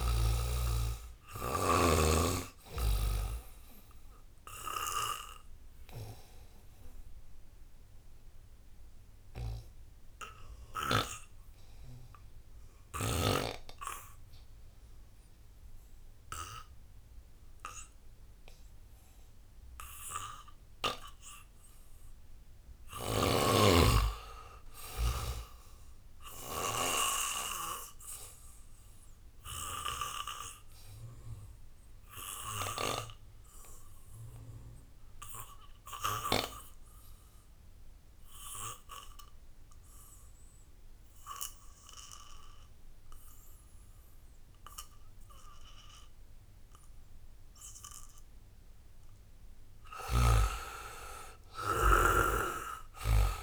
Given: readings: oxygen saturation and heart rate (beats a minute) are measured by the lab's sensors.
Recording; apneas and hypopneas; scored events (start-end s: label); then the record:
breathing in sleep by a room microphone; 2
0.00-16.50 s: oxygen desaturation (device-marked, oxygen 78% lowest, heart rate 73 extreme)
4.00-21.50 s: obstructive apnea (oxygen 92% before, 77% lowest, heart rate 76 before, 73 extreme, up 0 after)
21.50-39.50 s: oxygen desaturation (device-marked, oxygen 98% before, 86% lowest, heart rate 80 before, 67 extreme)
23.50-27.50 s: arousal
30.00-47.00 s: obstructive apnea (oxygen 98% before, 77% lowest, heart rate 79 before, 67 extreme, up 0 after)
41.50-53.43 s: oxygen desaturation (device-marked, oxygen 95% before, 77% lowest, heart rate 78 before, 67 extreme)
49.50-53.00 s: snoring (device-marked)
51.00-53.43 s: arousal
From the record:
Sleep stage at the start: N2 (light sleep); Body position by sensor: on the back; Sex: male